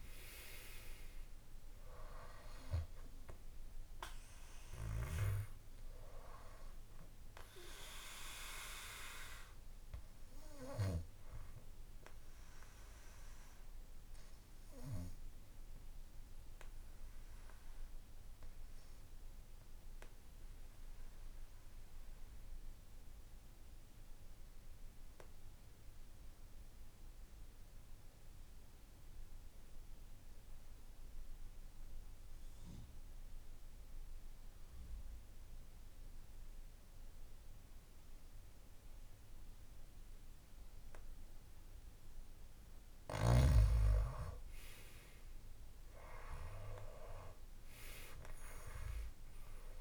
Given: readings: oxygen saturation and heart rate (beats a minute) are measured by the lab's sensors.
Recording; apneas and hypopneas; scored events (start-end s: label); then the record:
breathing in sleep by a room microphone; 1
0.00-26.00 s: oxygen desaturation (device-marked, oxygen 87% lowest, heart rate 55 extreme)
8.00-41.50 s: obstructive apnea (oxygen 98% before, 87% lowest, heart rate 62 before, 55 extreme, up 7 after)
44.50-49.00 s: arousal
From the record:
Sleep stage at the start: N2 (light sleep); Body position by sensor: on the back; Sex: male